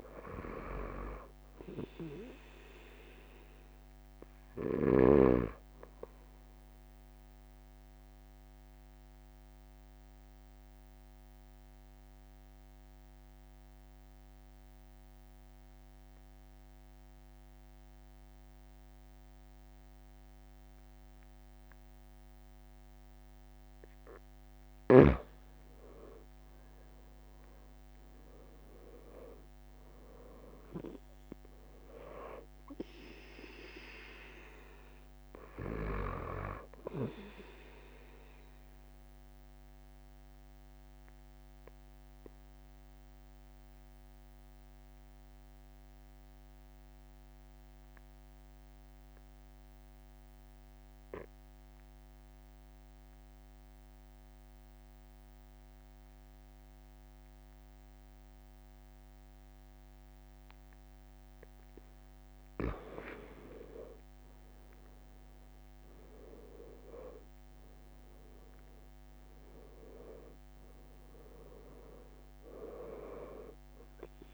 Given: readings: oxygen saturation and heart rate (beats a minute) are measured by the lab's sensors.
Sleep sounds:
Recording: breathing in sleep by a microphone on the trachea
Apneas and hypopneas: 2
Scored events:
0.00-1.00 s: long interval between heartbeats (device-marked, heart rate 27 extreme)
5.50-7.50 s: long interval between heartbeats (device-marked)
6.00-19.00 s: oxygen desaturation (device-marked, oxygen 94% before, 91% lowest)
6.00-23.50 s: obstructive apnea (oxygen 97% before, 91% lowest)
24.00-26.00 s: long interval between heartbeats (device-marked, heart rate 44 before, 48 extreme)
26.00-31.00 s: arousal
31.50-33.50 s: long interval between heartbeats (device-marked)
35.50-37.50 s: long interval between heartbeats (device-marked, heart rate 38 before, 31 extreme)
38.50-60.50 s: obstructive apnea (oxygen 97% before, 91% lowest)
39.00-41.00 s: long interval between heartbeats (device-marked, heart rate 35 before, 31 extreme)
59.00-61.00 s: long interval between heartbeats (device-marked, heart rate 40 before, 46 extreme)
62.50-67.00 s: arousal
From the record:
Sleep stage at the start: N2 (light sleep)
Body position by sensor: on the right side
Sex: male

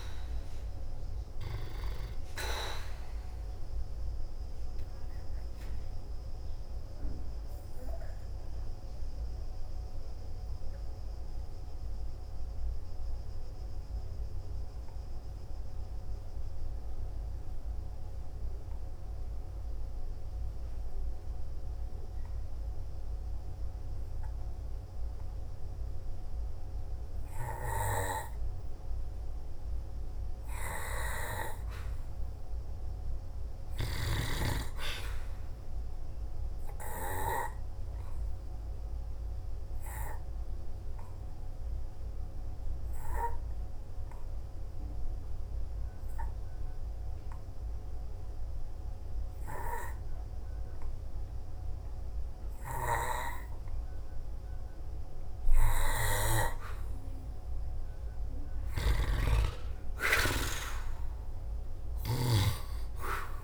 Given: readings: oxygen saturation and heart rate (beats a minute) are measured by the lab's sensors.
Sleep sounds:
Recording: breathing in sleep by a room microphone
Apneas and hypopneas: 2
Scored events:
0.00-1.00 s: oxygen desaturation (device-marked, oxygen 87% lowest, heart rate 52 extreme)
5.50-29.00 s: obstructive apnea (oxygen 95% before, 86% lowest, heart rate 55 before, 53 extreme)
17.00-32.00 s: oxygen desaturation (device-marked, oxygen 94% before, 88% lowest, heart rate 57 before, 53 extreme)
32.50-36.50 s: arousal
40.00-58.50 s: obstructive apnea (oxygen 97% before, 86% lowest, heart rate 55 before, 54 extreme, up 6 after)
42.00-62.00 s: oxygen desaturation (device-marked, oxygen 97% before, 86% lowest, heart rate 54 before, 54 extreme)
60.50-63.43 s: arousal
From the record:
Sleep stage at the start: N2 (light sleep)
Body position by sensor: on the back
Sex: male

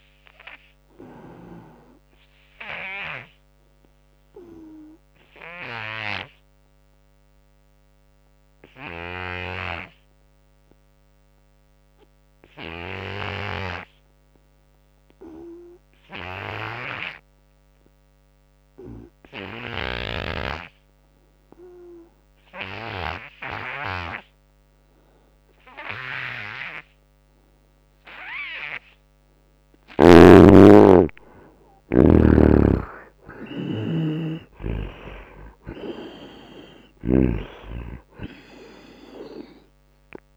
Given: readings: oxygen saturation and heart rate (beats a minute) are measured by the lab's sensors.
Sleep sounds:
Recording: breathing in sleep by a microphone on the trachea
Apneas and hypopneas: 1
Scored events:
0.00-14.50 s: oxygen desaturation (device-marked, oxygen 72% lowest, heart rate 72 extreme)
1.00-29.00 s: obstructive apnea (oxygen 97% before, 72% lowest, heart rate 80 before, 78 extreme, up 9 after)
21.50-40.36 s: oxygen desaturation (device-marked, oxygen 98% before, 77% lowest, heart rate 84 before, 76 extreme)
30.50-34.50 s: arousal
32.00-40.36 s: snoring (device-marked)
From the record:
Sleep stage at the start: N2 (light sleep)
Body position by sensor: on the right side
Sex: male

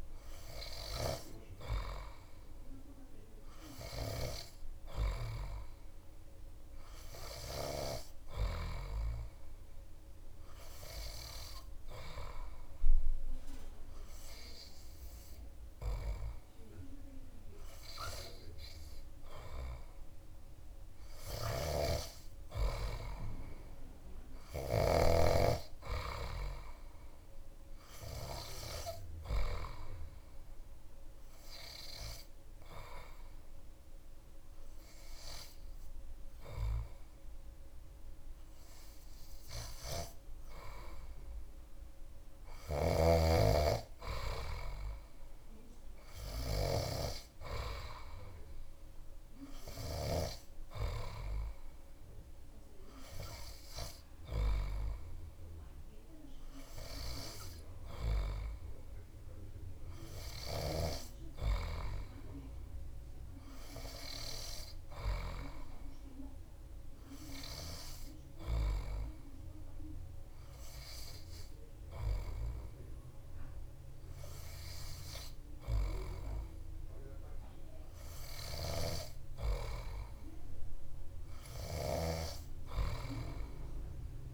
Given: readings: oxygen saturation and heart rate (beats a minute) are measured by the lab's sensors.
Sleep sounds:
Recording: breathing in sleep by a room microphone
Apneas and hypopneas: 2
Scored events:
11.50-22.50 s: obstructive apnea (oxygen 98% before, 96% lowest)
24.50-27.50 s: arousal
31.00-42.50 s: obstructive apnea (oxygen 98% before, 96% lowest)
45.00-47.50 s: arousal
From the record:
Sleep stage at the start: N3 (deep sleep)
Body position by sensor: on the back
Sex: male

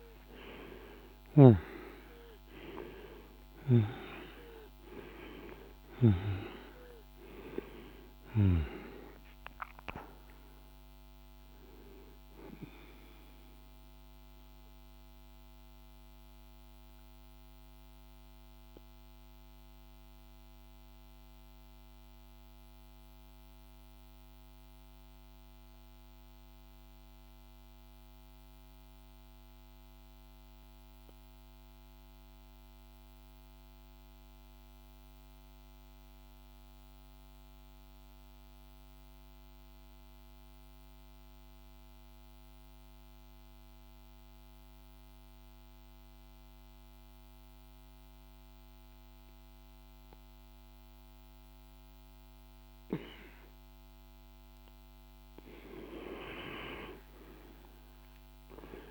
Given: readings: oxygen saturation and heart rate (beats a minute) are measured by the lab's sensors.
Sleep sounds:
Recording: breathing in sleep by a microphone on the trachea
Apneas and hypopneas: 1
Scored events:
0.00-24.50 s: oxygen desaturation (device-marked, oxygen 84% lowest, heart rate 46 extreme)
2.50-7.50 s: snoring (device-marked)
13.00-54.00 s: mixed apnea (oxygen 98% before, 85% lowest, heart rate 56 before, 46 extreme, up 16 after)
43.50-58.91 s: oxygen desaturation (device-marked, oxygen 99% before, 87% lowest, heart rate 48 before, 48 extreme)
56.50-58.91 s: arousal
From the record:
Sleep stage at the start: N2 (light sleep)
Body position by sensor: on the back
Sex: male

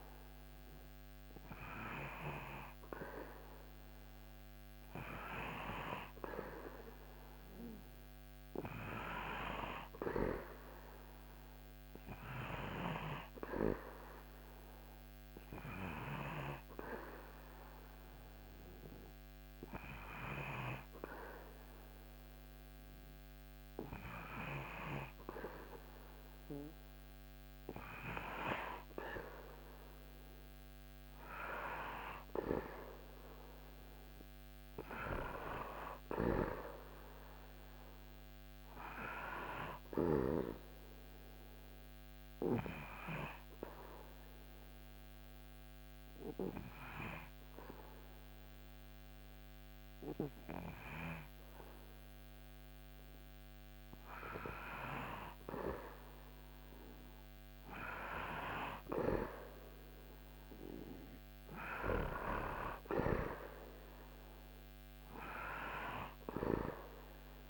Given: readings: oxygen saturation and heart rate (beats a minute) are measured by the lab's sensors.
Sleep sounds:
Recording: breathing in sleep by a microphone on the trachea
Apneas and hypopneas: 1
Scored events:
41.00-53.50 s: hypopnea (oxygen 96% before, 93% lowest, heart rate 80 before, 77 extreme, up 3 after)
56.00-60.50 s: arousal
62.00-67.50 s: oxygen desaturation (device-marked, oxygen 98% before, 94% lowest, heart rate 78 before, 77 extreme)
From the record:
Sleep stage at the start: N2 (light sleep)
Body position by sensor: on the back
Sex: male

